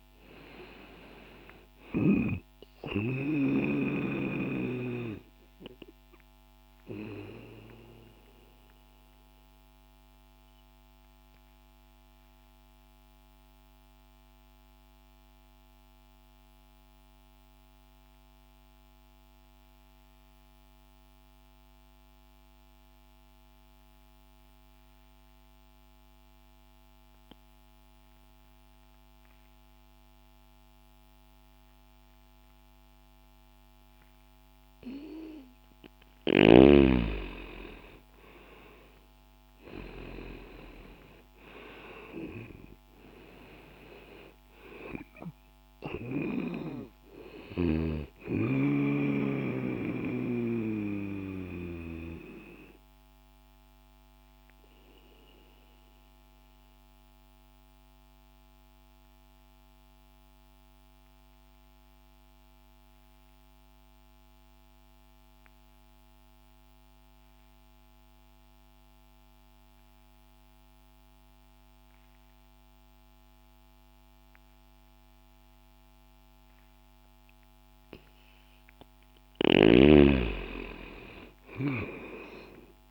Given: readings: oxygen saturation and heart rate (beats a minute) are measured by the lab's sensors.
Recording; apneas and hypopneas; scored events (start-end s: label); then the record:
breathing in sleep by a microphone on the trachea; 2
0.00-29.50 s: oxygen desaturation (device-marked, oxygen 83% lowest, heart rate 60 extreme)
7.00-35.50 s: obstructive apnea (oxygen 97% before, 83% lowest, heart rate 60 before, 60 extreme, up 0 after)
37.50-43.00 s: arousal
46.50-72.50 s: oxygen desaturation (device-marked, oxygen 96% before, 83% lowest, heart rate 60 before, 60 extreme)
49.50-77.50 s: mixed apnea (oxygen 97% before, 83% lowest, heart rate 60 before, 60 extreme, up 0 after)
78.50-82.91 s: oxygen desaturation (device-marked, oxygen 97% before, 90% lowest, heart rate 60 before, 60 extreme)
79.50-82.91 s: arousal
From the record:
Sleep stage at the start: N2 (light sleep); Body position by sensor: on the left side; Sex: male